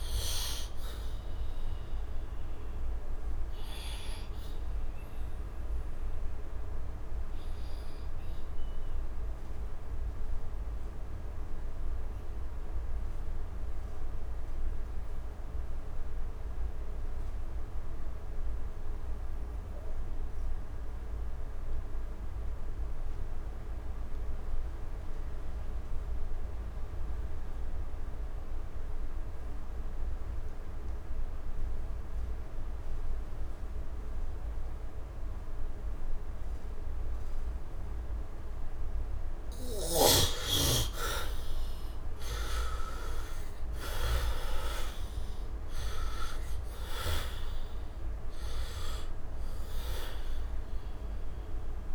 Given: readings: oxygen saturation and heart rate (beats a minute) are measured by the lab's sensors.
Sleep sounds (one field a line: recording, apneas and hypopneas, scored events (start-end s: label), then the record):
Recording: breathing in sleep by a room microphone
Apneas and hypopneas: 1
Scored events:
0.00-18.00 s: oxygen desaturation (device-marked, oxygen 69% lowest, heart rate 63 extreme)
6.00-39.00 s: obstructive apnea (oxygen 96% before, 65% lowest, heart rate 75 before, 64 extreme, up 18 after)
23.00-51.95 s: oxygen desaturation (device-marked, oxygen 99% before, 65% lowest, heart rate 68 before, 64 extreme)
40.00-44.50 s: arousal
From the record:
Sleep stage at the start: N2 (light sleep)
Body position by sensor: on the back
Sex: male